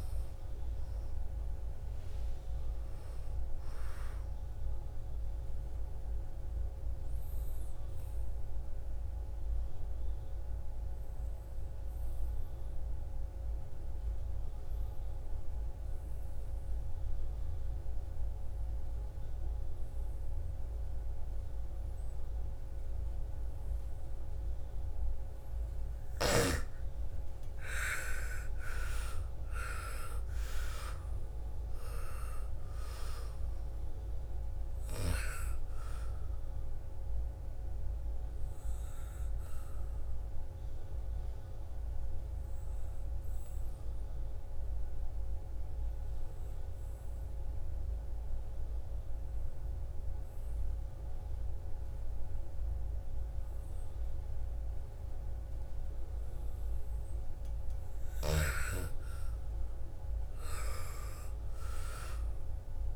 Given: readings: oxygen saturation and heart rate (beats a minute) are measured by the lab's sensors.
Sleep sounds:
breathing in sleep by a room microphone; 2
0.00-6.00 s: oxygen desaturation (device-marked, oxygen 78% lowest, heart rate 55 extreme)
4.00-25.00 s: obstructive apnea (oxygen 96% before, 80% lowest, heart rate 64 before, 55 extreme, up 12 after)
26.00-31.00 s: arousal
29.00-48.00 s: oxygen desaturation (device-marked, oxygen 98% before, 83% lowest, heart rate 57 before, 55 extreme)
37.00-56.50 s: obstructive apnea (oxygen 99% before, 82% lowest, heart rate 61 before, 55 extreme, up 11 after)
57.50-62.00 s: arousal
60.00-62.96 s: oxygen desaturation (device-marked, oxygen 99% before, 87% lowest, heart rate 58 before, 53 extreme)
From the record:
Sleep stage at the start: N2 (light sleep); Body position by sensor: on the back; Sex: female

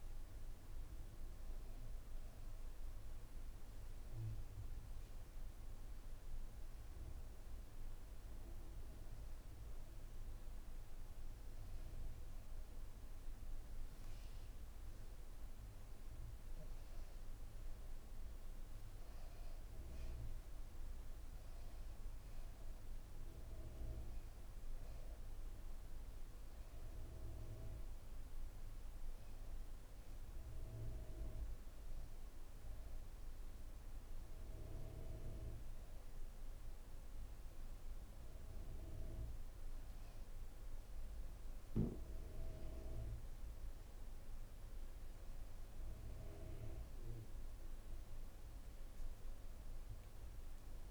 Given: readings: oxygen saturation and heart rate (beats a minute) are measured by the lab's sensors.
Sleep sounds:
a person awake in a sleep study, hard to hear, by a room microphone; none
16.00-34.00 s: oxygen desaturation (device-marked, oxygen 96% before, 92% lowest, heart rate 81 before, 81 extreme)
From the record:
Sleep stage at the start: awake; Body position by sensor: on the back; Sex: female

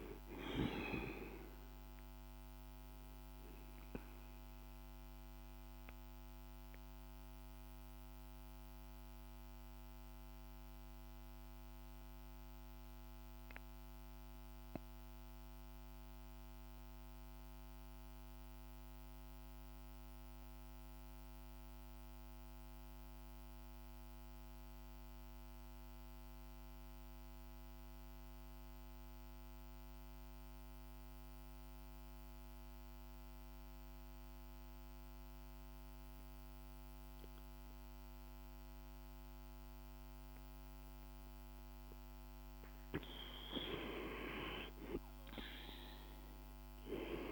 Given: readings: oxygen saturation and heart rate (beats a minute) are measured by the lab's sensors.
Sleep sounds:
breathing in sleep by a microphone on the trachea; 1
0.00-14.50 s: oxygen desaturation (device-marked, oxygen 86% lowest, heart rate 48 extreme)
3.00-43.00 s: mixed apnea (oxygen 99% before, 86% lowest, heart rate 60 before, 48 extreme, up 5 after)
31.50-47.32 s: oxygen desaturation (device-marked, oxygen 99% before, 87% lowest, heart rate 50 before, 46 extreme)
From the record:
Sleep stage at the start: N2 (light sleep); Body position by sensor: on the back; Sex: male

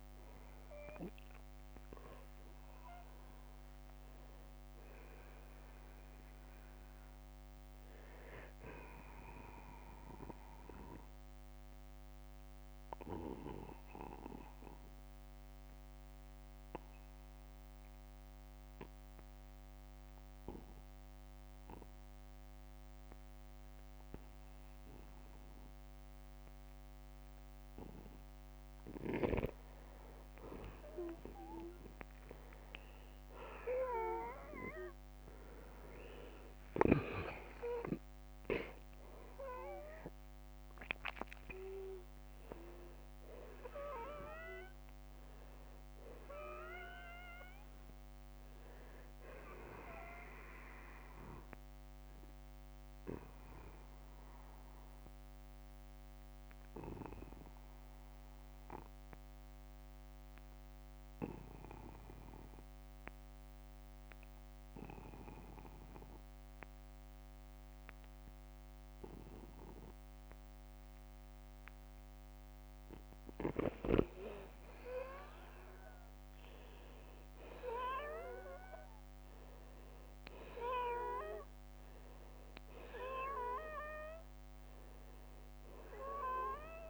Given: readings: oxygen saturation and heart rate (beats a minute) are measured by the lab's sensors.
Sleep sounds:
breathing in sleep by a microphone on the trachea; 2
1.00-23.00 s: oxygen desaturation (device-marked, oxygen 90% before, 80% lowest, heart rate 70 before, 43 extreme)
11.50-28.00 s: obstructive apnea (oxygen 92% before, 80% lowest, heart rate 65 before, 43 extreme, up 16 after)
30.00-35.50 s: arousal
53.50-72.50 s: obstructive apnea (oxygen 98% before, 87% lowest, heart rate 60 before, 37 extreme, up 12 after)
60.00-75.00 s: oxygen desaturation (device-marked, oxygen 95% before, 88% lowest, heart rate 56 before, 49 extreme)
74.00-79.50 s: arousal
From the record:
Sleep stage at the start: N2 (light sleep); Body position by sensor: on the back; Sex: male

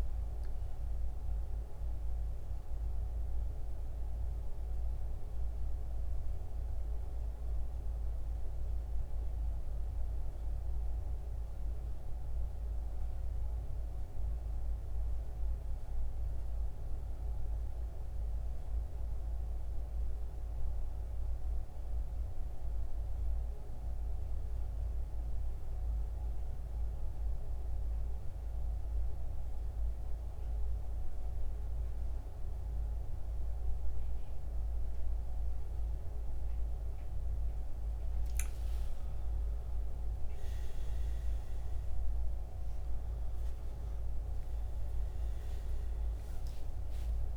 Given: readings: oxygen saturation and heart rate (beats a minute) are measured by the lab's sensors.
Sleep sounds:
breathing in sleep, hard to hear, by a room microphone; 1
0.00-24.00 s: oxygen desaturation (device-marked, oxygen 87% lowest, heart rate 64 extreme)
22.50-35.50 s: central apnea (oxygen 94% before, 88% lowest, heart rate 75 before, 64 extreme, up 13 after)
41.00-47.37 s: oxygen desaturation (device-marked, oxygen 97% before, 88% lowest, heart rate 69 before, 70 extreme)
From the record:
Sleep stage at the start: N2 (light sleep); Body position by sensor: on the back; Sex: male

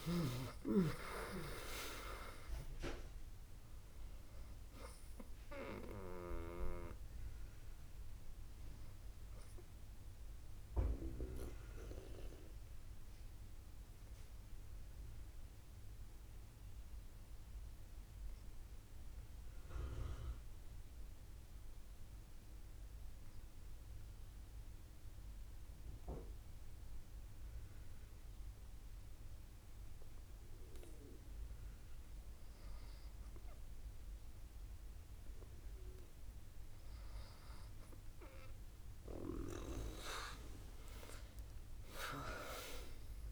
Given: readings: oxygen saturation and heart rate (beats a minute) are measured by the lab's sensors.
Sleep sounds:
breathing in sleep by a room microphone; 1
11.50-31.00 s: obstructive apnea (oxygen 99% before, 97% lowest, heart rate 79 before, 60 extreme, up 0 after)
33.50-37.50 s: arousal
From the record:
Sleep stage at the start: N2 (light sleep); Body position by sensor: on the back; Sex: female

